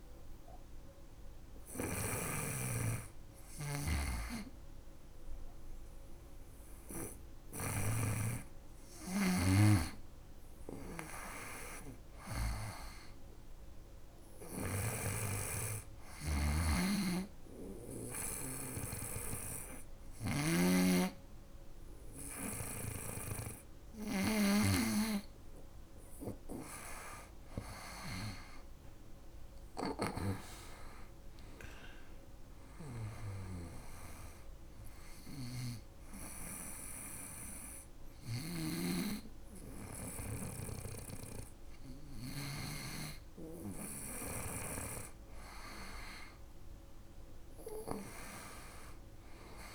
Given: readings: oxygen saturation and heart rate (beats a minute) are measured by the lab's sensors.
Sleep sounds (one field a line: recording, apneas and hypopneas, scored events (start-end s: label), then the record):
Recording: breathing in sleep by a room microphone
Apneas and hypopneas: 1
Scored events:
0.00-7.00 s: snoring (device-marked)
16.00-24.00 s: snoring (device-marked)
25.00-28.50 s: arousal
31.50-43.00 s: hypopnea (oxygen 99% before, 96% lowest, heart rate 80 before, 75 extreme, up 6 after)
37.00-41.50 s: snoring (device-marked)
45.00-47.50 s: arousal
From the record:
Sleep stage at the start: N2 (light sleep)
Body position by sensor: on the right side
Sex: female